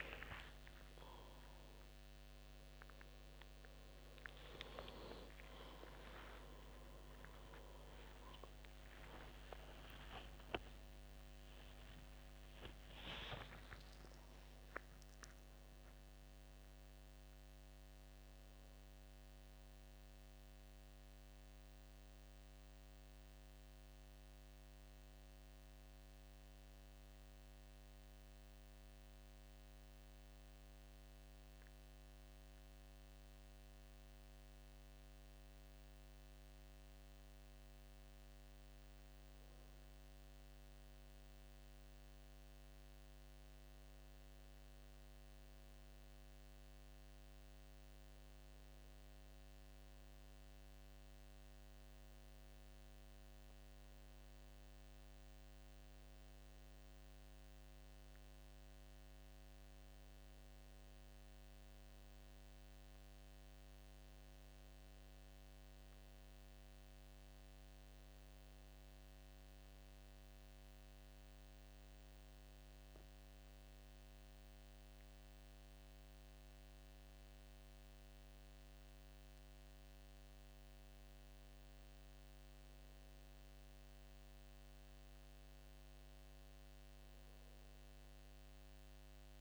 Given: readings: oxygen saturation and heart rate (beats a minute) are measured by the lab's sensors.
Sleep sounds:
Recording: a person partly awake in a sleep study, by a microphone on the trachea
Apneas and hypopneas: 1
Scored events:
22.00-89.41 s: new sleep stage, N1 (lightest sleep)
28.00-39.00 s: hypopnea (oxygen 97% before, 94% lowest, heart rate 97 before, 72 extreme, up 5 after)
41.50-45.00 s: arousal
44.00-61.00 s: oxygen desaturation (device-marked, oxygen 98% before, 94% lowest, heart rate 74 before, 77 extreme)
65.00-69.00 s: arousal
From the record:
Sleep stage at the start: awake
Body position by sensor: on the back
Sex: male

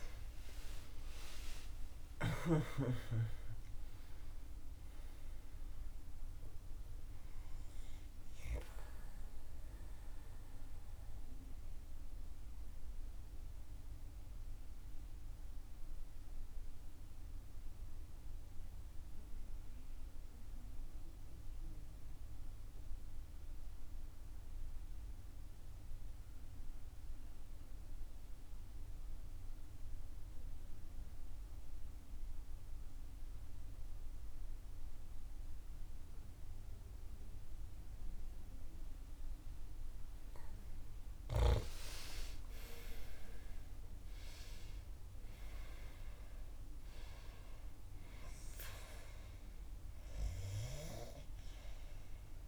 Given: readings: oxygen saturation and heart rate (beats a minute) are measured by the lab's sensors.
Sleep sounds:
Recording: breathing in sleep by a room microphone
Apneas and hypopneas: 1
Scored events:
0.00-2.50 s: snoring (device-marked)
0.00-4.50 s: arousal
8.00-40.50 s: obstructive apnea (oxygen 96% before, 91% lowest, heart rate 63 before, 53 extreme, up 4 after)
40.50-52.48 s: oxygen desaturation (device-marked, oxygen 97% before, 91% lowest, heart rate 61 before, 56 extreme)
42.00-47.00 s: arousal
From the record:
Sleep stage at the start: N2 (light sleep)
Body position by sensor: on the back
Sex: female

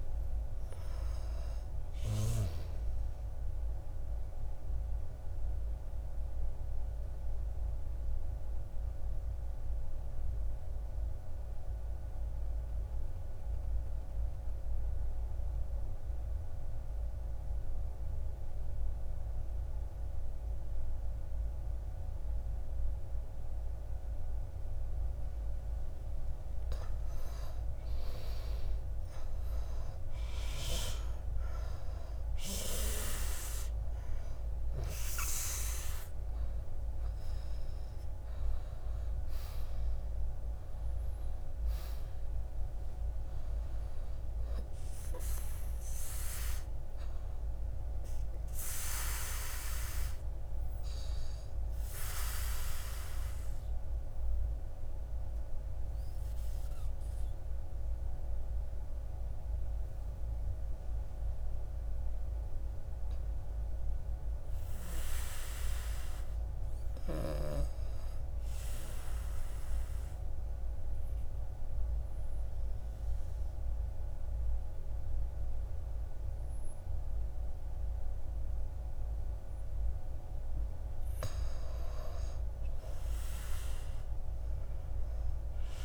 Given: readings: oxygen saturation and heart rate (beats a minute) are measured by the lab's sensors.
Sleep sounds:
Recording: breathing in sleep by a room microphone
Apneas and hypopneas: 2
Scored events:
4.00-17.00 s: oxygen desaturation (device-marked, oxygen 94% before, 89% lowest, heart rate 60 before, 59 extreme)
4.00-24.00 s: obstructive apnea (oxygen 96% before, 83% lowest, heart rate 60 before, 59 extreme, up 10 after)
27.50-31.00 s: arousal
28.00-47.00 s: oxygen desaturation (device-marked, oxygen 96% before, 83% lowest, heart rate 61 before, 53 extreme)
50.00-62.00 s: obstructive apnea (oxygen 97% before, 90% lowest, heart rate 66 before, 53 extreme, up 7 after)
65.00-68.00 s: arousal
72.00-81.00 s: oxygen desaturation (device-marked, oxygen 97% before, 93% lowest, heart rate 56 before, 54 extreme)
83.50-85.85 s: arousal
From the record:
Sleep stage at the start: N2 (light sleep)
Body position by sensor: on the back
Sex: male

